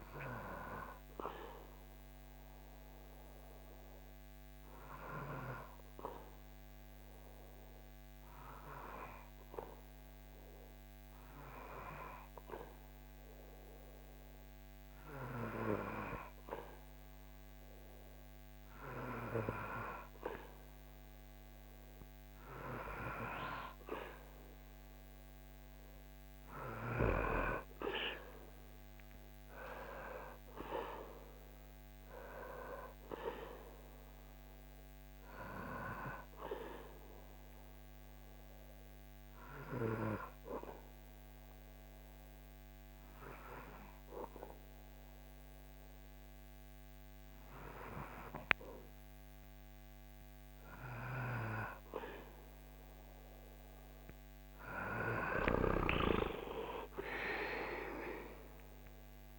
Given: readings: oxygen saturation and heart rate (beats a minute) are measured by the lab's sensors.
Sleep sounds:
breathing in sleep by a microphone on the trachea; 2
3.00-21.00 s: obstructive apnea (oxygen 97% before, 95% lowest, heart rate 74 before, 62 extreme, up 0 after)
24.50-27.00 s: arousal
37.50-49.50 s: obstructive apnea (oxygen 99% before, 95% lowest, heart rate 68 before, 59 extreme, up 11 after)
53.00-56.50 s: arousal
From the record:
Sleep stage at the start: N2 (light sleep); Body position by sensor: on the back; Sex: male

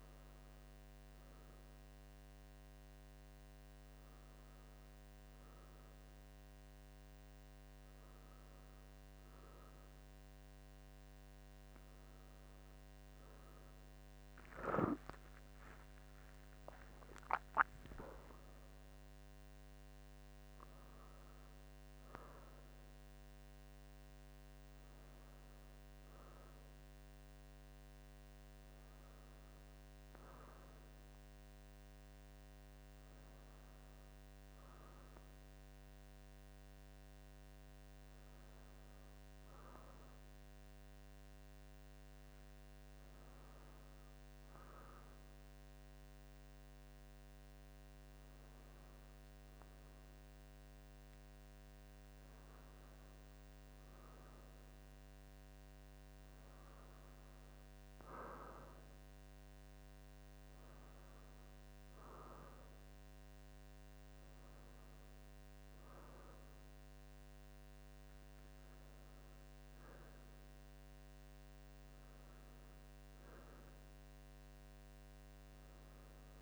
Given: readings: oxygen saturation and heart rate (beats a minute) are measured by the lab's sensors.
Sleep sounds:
breathing in sleep, hard to hear, by a microphone on the trachea; none
none scored
From the record:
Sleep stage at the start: N2 (light sleep); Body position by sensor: on the left side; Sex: male

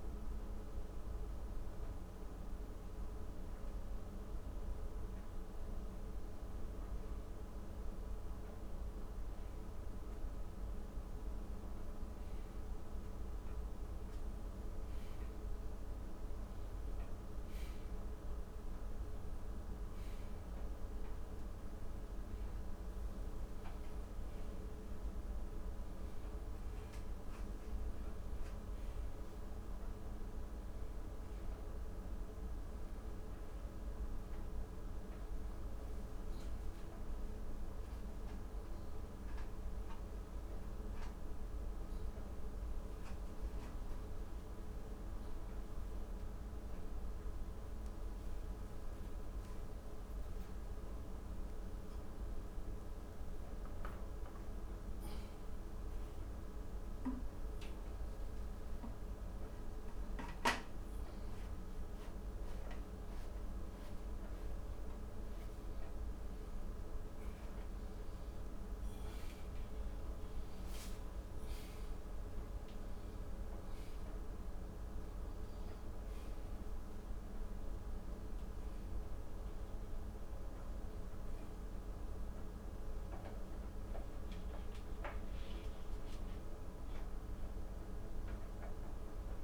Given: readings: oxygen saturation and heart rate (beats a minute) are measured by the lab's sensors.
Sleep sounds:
a person partly awake in a sleep study, hard to hear, by a room microphone; none
47.00-89.44 s: new sleep stage, awake
From the record:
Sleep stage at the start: N2 (light sleep); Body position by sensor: upright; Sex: male

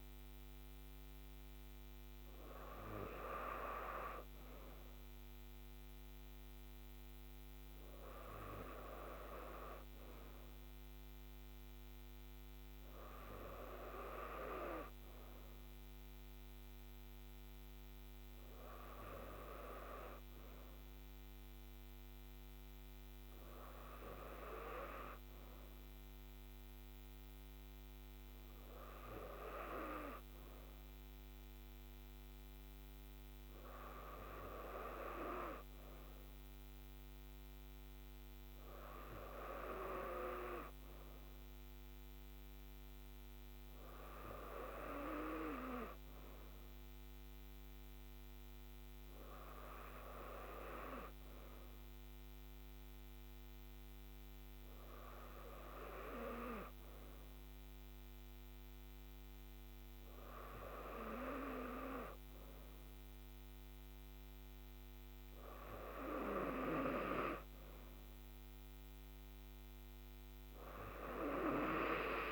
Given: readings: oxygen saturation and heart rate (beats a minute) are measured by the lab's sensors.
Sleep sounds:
breathing in sleep by a microphone on the trachea; none
none scored
From the record:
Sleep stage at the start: N2 (light sleep); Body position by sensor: on the right side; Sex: female

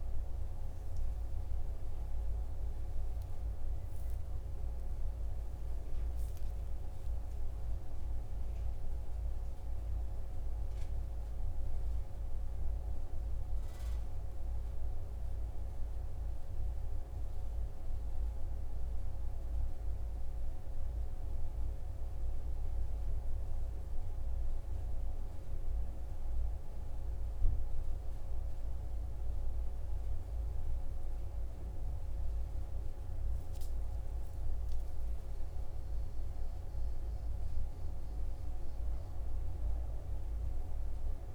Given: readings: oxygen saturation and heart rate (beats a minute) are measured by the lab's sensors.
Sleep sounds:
a person awake in a sleep study, hard to hear, by a room microphone; none
none scored
From the record:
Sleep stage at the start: awake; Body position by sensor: on the right side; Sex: male

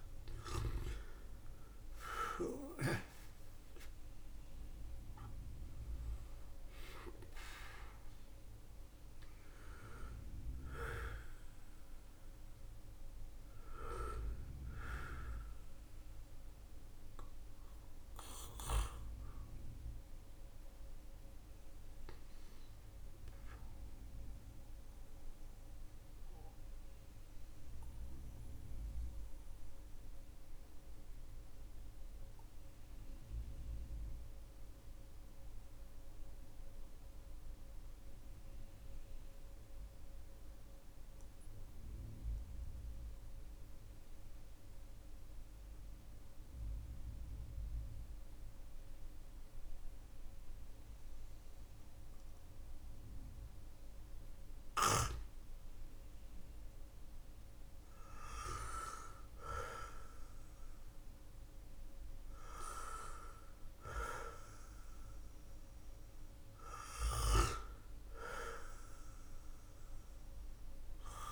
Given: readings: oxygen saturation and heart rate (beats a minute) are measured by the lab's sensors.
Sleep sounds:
breathing in sleep by a room microphone; 1
0.00-34.00 s: oxygen desaturation (device-marked, oxygen 91% lowest, heart rate 42 extreme)
26.50-53.50 s: obstructive apnea (oxygen 96% before, 91% lowest, heart rate 51 before, 42 extreme, up 17 after)
55.00-60.50 s: arousal
From the record:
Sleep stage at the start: N2 (light sleep); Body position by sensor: on the back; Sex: male

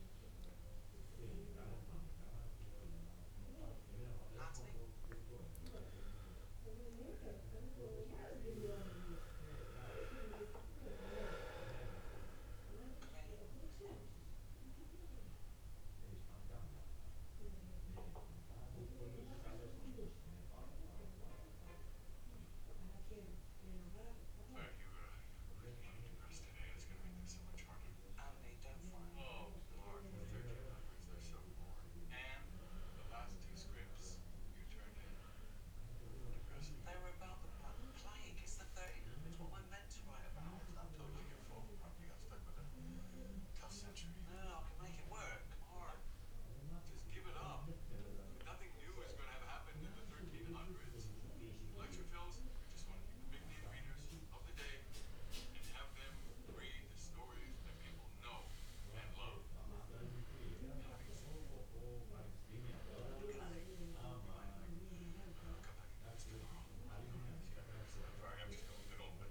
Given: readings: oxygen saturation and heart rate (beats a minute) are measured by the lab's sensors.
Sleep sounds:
breathing in sleep by a room microphone; 1
18.50-31.00 s: hypopnea (oxygen 96% before, 93% lowest, heart rate 93 before, 78 extreme, up 11 after)
32.50-35.50 s: arousal
40.00-53.00 s: oxygen desaturation (device-marked, oxygen 98% before, 93% lowest, heart rate 85 before, 85 extreme)
From the record:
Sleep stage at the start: N2 (light sleep); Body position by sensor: on the back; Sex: male

